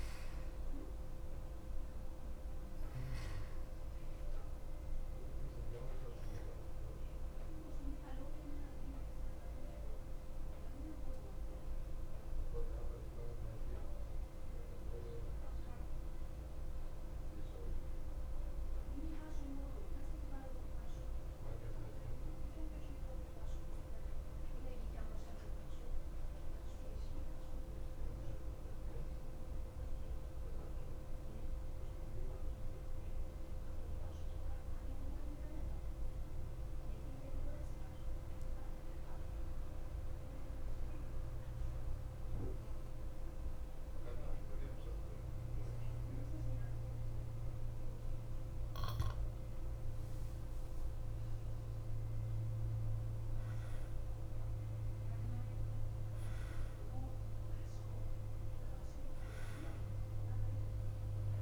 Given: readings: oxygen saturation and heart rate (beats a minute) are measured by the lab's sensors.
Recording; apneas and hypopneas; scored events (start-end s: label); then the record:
breathing in sleep, hard to hear, by a room microphone; 1
9.00-48.00 s: mixed apnea (oxygen 94% before, 87% lowest, heart rate 58 before, 50 extreme, up 3 after)
11.00-45.00 s: oxygen desaturation (device-marked, oxygen 93% before, 87% lowest, heart rate 58 before, 50 extreme)
49.50-53.00 s: arousal
From the record:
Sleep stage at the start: N2 (light sleep); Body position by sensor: on the back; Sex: male